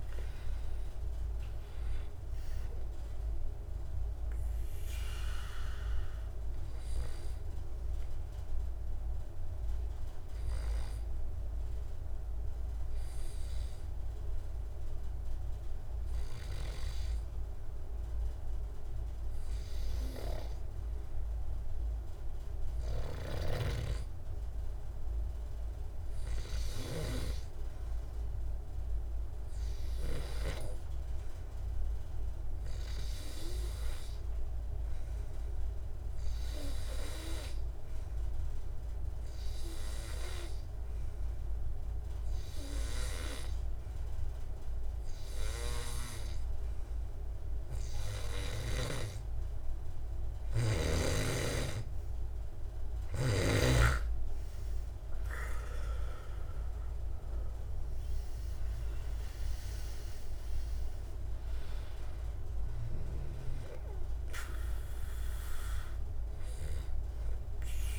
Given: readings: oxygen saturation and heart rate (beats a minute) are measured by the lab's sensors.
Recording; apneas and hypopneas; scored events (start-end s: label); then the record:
breathing in sleep by a room microphone; 1
0.00-4.00 s: oxygen desaturation (device-marked, oxygen 87% lowest, heart rate 67 extreme)
21.50-25.50 s: arousal
30.50-50.00 s: obstructive apnea (oxygen 99% before, 90% lowest, heart rate 68 before, 71 extreme, up 18 after)
54.00-67.99 s: oxygen desaturation (device-marked, oxygen 94% before, 90% lowest, heart rate 73 before, 69 extreme)
55.00-59.00 s: arousal
From the record:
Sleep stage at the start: N2 (light sleep); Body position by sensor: on the back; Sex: male